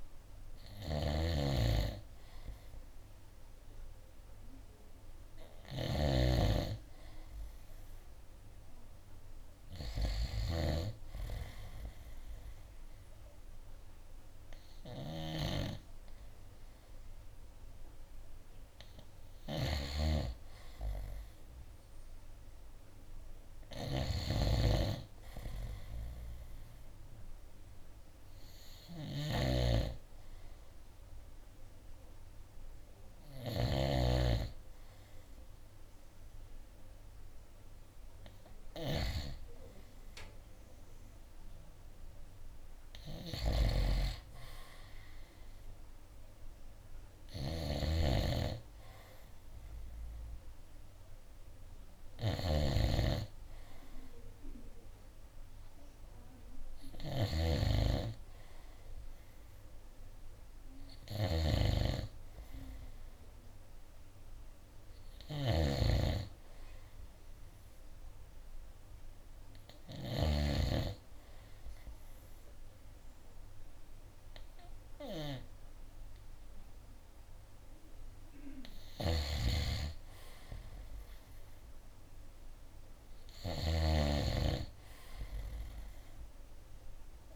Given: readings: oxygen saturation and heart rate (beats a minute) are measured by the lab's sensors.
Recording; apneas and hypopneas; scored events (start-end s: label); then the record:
breathing in sleep by a room microphone; none
0.00-1.00 s: oxygen desaturation (device-marked, oxygen 90% lowest, heart rate 63 extreme)
0.00-34.00 s: snoring (device-marked)
8.00-14.00 s: oxygen desaturation (device-marked, oxygen 96% before, 93% lowest, heart rate 66 before, 61 extreme)
35.00-87.36 s: new sleep stage, N3 (deep sleep)
43.00-70.50 s: snoring (device-marked)
79.00-87.36 s: snoring (device-marked)
From the record:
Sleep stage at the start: N2 (light sleep); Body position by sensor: on the right side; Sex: male